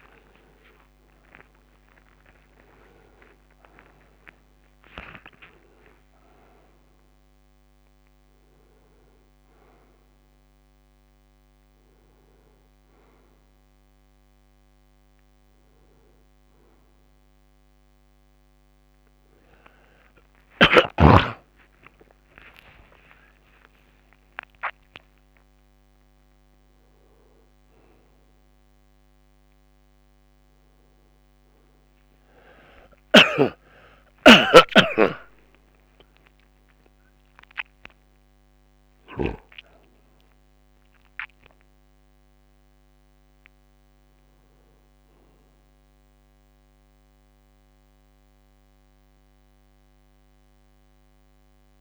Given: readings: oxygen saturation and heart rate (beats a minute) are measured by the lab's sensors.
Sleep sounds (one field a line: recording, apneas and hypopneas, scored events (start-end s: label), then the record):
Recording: a person awake in a sleep study, by a microphone on the trachea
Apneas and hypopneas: none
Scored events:
32.50-39.00 s: snoring (device-marked)
From the record:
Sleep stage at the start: awake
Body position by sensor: on the back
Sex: male